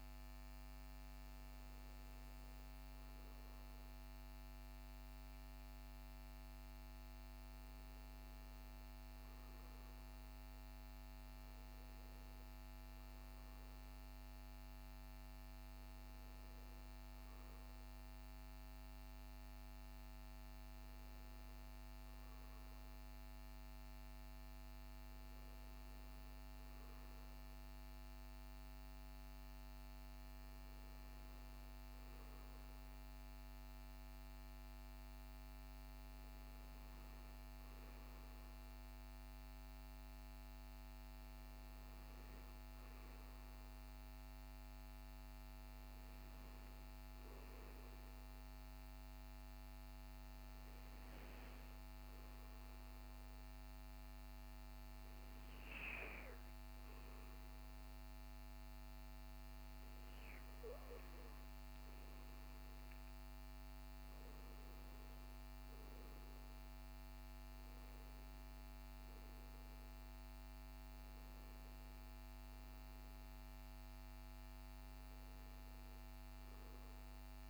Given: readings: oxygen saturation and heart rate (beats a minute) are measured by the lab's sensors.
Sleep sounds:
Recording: breathing in sleep, hard to hear, by a microphone on the trachea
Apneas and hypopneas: none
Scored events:
none scored
From the record:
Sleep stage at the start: N2 (light sleep)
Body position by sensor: on the back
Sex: male

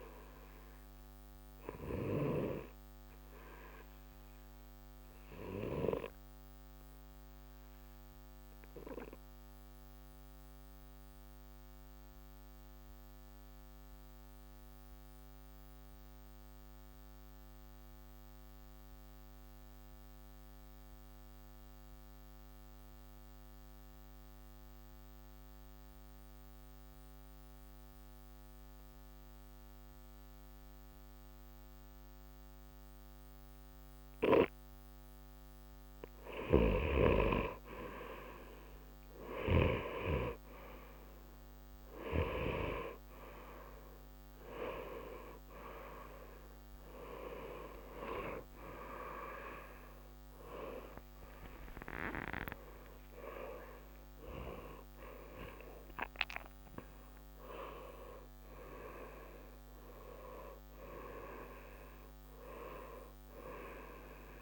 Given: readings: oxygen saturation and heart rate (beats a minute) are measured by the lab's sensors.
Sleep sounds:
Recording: breathing in sleep by a microphone on the trachea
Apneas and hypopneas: 1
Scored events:
0.00-12.00 s: oxygen desaturation (device-marked, oxygen 87% lowest, heart rate 60 extreme)
0.50-35.50 s: obstructive apnea (oxygen 94% before, 87% lowest, heart rate 60 before, 60 extreme, up 2 after)
33.00-59.00 s: oxygen desaturation (device-marked, oxygen 95% before, 90% lowest, heart rate 61 before, 60 extreme)
38.00-42.00 s: arousal
From the record:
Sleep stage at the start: N2 (light sleep)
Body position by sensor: on the right side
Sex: male

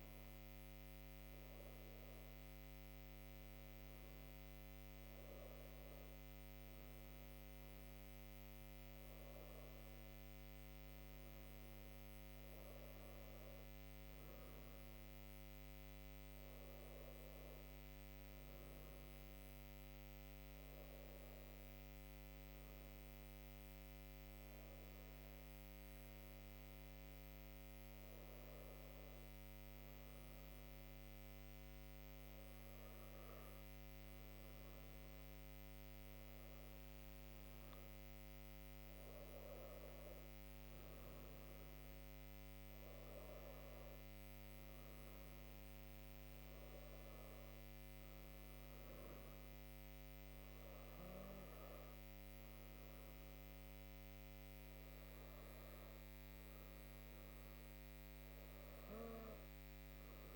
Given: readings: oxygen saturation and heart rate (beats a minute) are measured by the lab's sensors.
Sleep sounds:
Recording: breathing in sleep, hard to hear, by a microphone on the trachea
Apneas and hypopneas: none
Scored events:
none scored
From the record:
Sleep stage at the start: N2 (light sleep)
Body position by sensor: on the right side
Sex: female

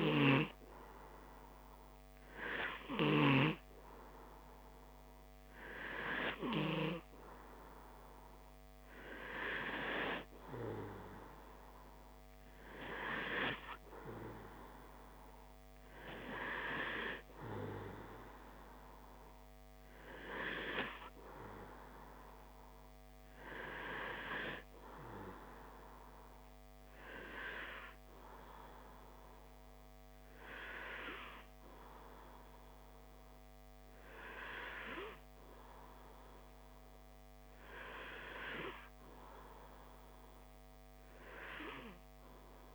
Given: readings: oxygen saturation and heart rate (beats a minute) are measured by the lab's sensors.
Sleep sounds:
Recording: breathing in sleep by a microphone on the trachea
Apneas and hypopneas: none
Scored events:
none scored
From the record:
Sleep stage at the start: N2 (light sleep)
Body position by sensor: on the back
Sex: male

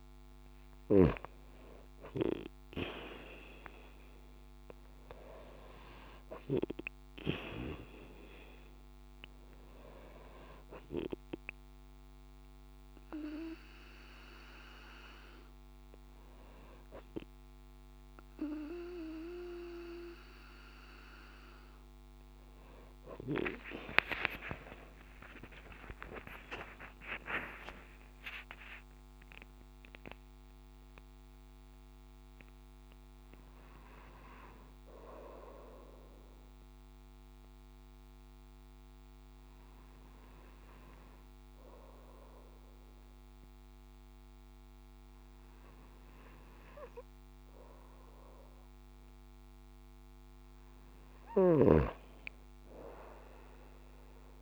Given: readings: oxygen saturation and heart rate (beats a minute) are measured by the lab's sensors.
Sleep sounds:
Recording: breathing in sleep by a microphone on the trachea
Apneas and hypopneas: 1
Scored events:
22.00-27.00 s: arousal
24.00-26.00 s: long interval between heartbeats (device-marked)
37.00-50.00 s: obstructive apnea (oxygen 94% before, 93% lowest)
From the record:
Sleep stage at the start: N2 (light sleep)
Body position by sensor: on the right side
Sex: female

